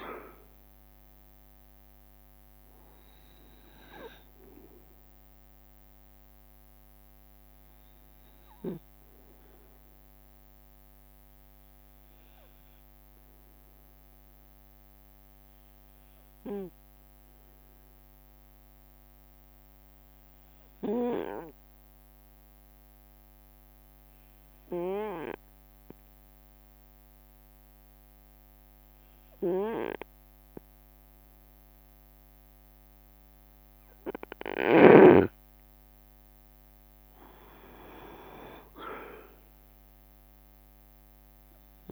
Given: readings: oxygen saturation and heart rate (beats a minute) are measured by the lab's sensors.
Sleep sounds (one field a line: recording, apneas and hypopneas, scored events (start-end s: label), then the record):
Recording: breathing in sleep by a microphone on the trachea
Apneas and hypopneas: 1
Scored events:
0.00-5.00 s: drop in pulse transit time (device-marked)
0.00-18.00 s: oxygen desaturation (device-marked, oxygen 92% lowest)
0.00-41.92 s: bradycardia (device-marked)
1.50-5.00 s: leg movement (device-marked)
3.50-5.50 s: long interval between heartbeats (device-marked)
5.50-10.50 s: leg movement (device-marked)
8.00-34.50 s: obstructive apnea (oxygen 98% before, 92% lowest)
19.00-20.50 s: leg movement (device-marked)
22.00-24.00 s: long interval between heartbeats (device-marked)
36.50-41.92 s: leg movement (device-marked)
37.50-41.92 s: arousal
From the record:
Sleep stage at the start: N2 (light sleep)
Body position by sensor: on the right side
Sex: male